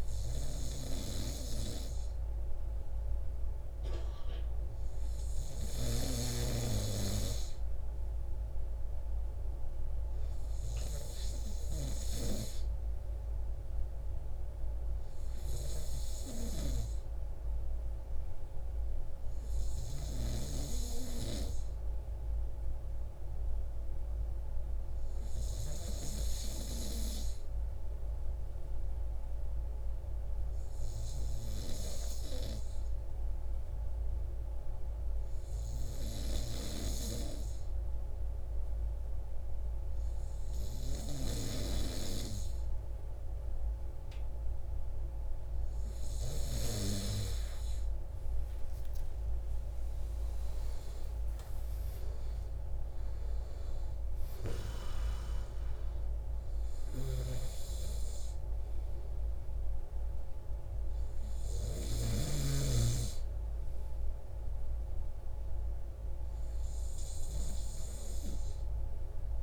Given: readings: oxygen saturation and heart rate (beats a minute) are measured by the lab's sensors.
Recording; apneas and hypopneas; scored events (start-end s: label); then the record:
breathing in sleep by a room microphone; 1
24.50-44.50 s: hypopnea (oxygen 96% before, 94% lowest)
47.50-52.50 s: arousal
56.00-69.43 s: oxygen desaturation (device-marked, oxygen 97% before, 94% lowest)
59.00-69.43 s: new sleep stage, N2 (light sleep)
From the record:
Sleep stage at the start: N3 (deep sleep); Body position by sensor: on the right side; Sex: male